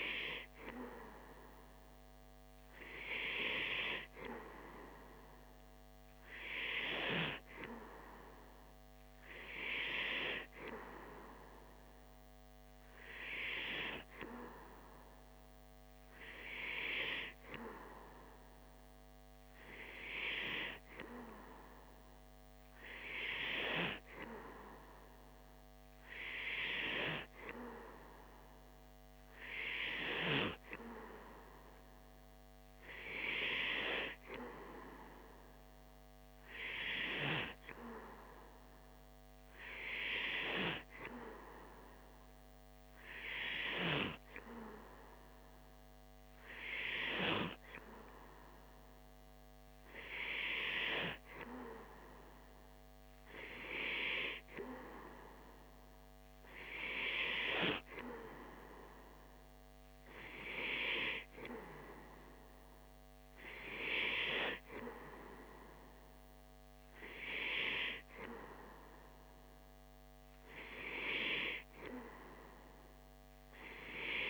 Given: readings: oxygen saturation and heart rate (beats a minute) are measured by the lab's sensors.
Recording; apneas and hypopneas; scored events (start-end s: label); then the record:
breathing in sleep by a microphone on the trachea; none
none scored
From the record:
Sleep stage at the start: N2 (light sleep); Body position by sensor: on the back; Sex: male